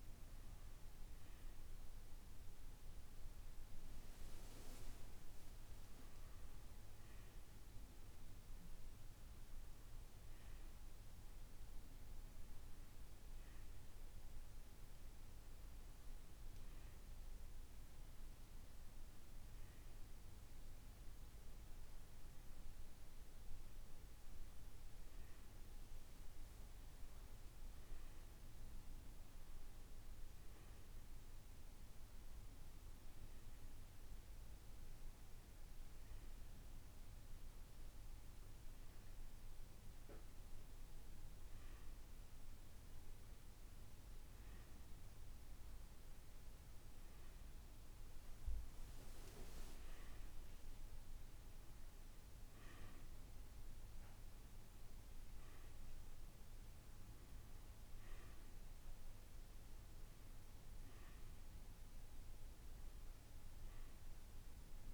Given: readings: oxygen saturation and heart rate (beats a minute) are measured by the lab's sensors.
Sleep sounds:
breathing in sleep, hard to hear, by a room microphone; none
none scored
From the record:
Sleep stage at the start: N1 (lightest sleep); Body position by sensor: on the right side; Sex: male

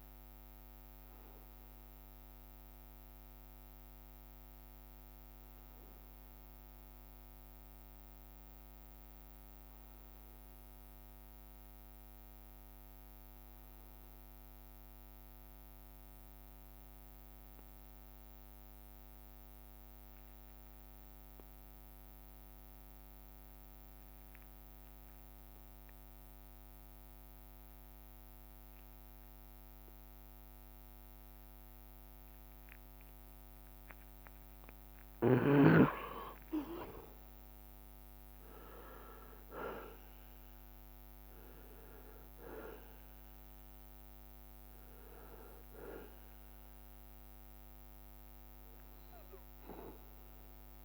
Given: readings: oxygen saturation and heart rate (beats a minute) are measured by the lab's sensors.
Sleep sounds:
breathing in sleep by a microphone on the trachea; 1
0.00-10.50 s: oxygen desaturation (device-marked, oxygen 93% lowest)
3.50-34.00 s: obstructive apnea (oxygen 98% before, 91% lowest)
26.50-46.50 s: oxygen desaturation (device-marked, oxygen 98% before, 93% lowest)
35.00-37.00 s: leg movement (device-marked)
36.50-41.00 s: arousal
38.50-40.00 s: leg movement (device-marked)
44.50-50.85 s: bradycardia (device-marked)
From the record:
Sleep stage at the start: N2 (light sleep); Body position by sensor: on the back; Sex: male

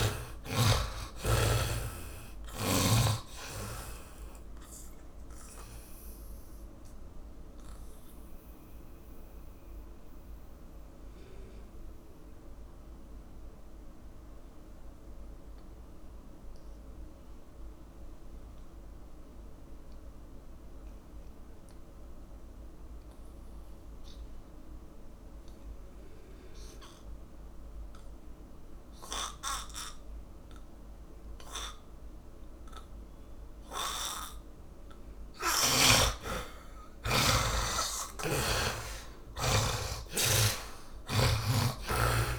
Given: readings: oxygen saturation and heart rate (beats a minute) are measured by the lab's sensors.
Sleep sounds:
breathing in sleep by a room microphone; 1
0.00-21.50 s: oxygen desaturation (device-marked, oxygen 76% lowest)
7.50-35.50 s: mixed apnea (oxygen 100% before, 76% lowest)
34.50-42.39 s: oxygen desaturation (device-marked, oxygen 100% before, 77% lowest)
37.50-42.00 s: arousal
From the record:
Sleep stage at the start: N2 (light sleep); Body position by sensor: on the back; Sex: male

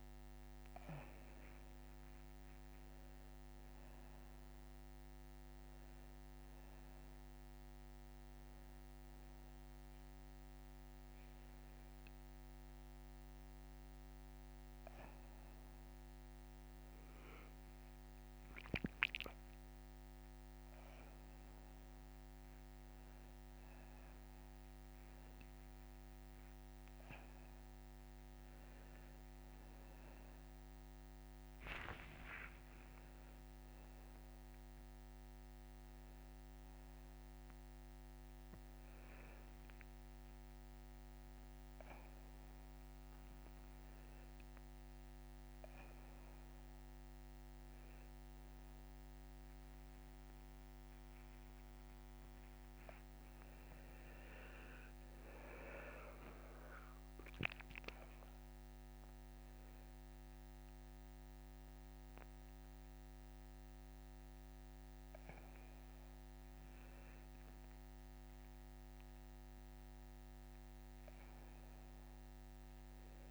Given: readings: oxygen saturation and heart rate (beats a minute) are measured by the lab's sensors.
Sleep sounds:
breathing in sleep, hard to hear, by a microphone on the trachea; none
26.50-73.31 s: new sleep stage, N2 (light sleep)
32.50-36.50 s: arousal
From the record:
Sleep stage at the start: N1 (lightest sleep); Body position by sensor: on the back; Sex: male

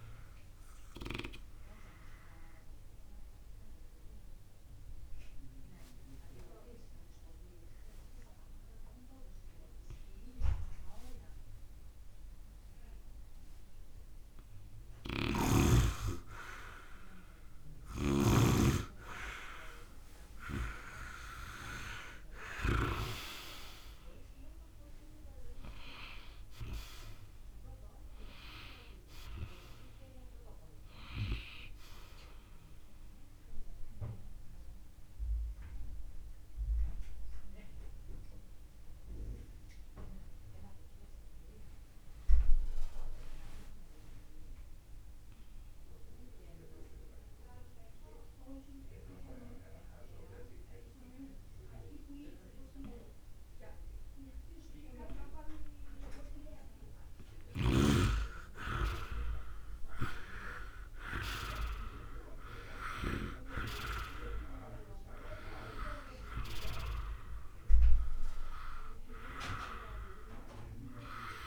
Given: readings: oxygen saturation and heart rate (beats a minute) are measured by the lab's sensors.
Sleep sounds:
breathing in sleep by a room microphone; 2
0.00-14.50 s: oxygen desaturation (device-marked, oxygen 82% lowest, heart rate 57 extreme)
1.00-14.50 s: obstructive apnea (oxygen 99% before, 82% lowest, heart rate 60 before, 64 extreme)
15.00-23.00 s: snoring (device-marked)
21.50-46.50 s: oxygen desaturation (device-marked, oxygen 99% before, 89% lowest, heart rate 69 before, 55 extreme)
22.00-26.50 s: arousal
33.50-57.00 s: obstructive apnea (oxygen 99% before, 83% lowest, heart rate 67 before, 55 extreme, up 5 after)
58.50-62.00 s: arousal
58.50-71.47 s: oxygen desaturation (device-marked, oxygen 100% before, 83% lowest, heart rate 64 before, 61 extreme)
From the record:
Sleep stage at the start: N2 (light sleep); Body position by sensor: on the right side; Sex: male

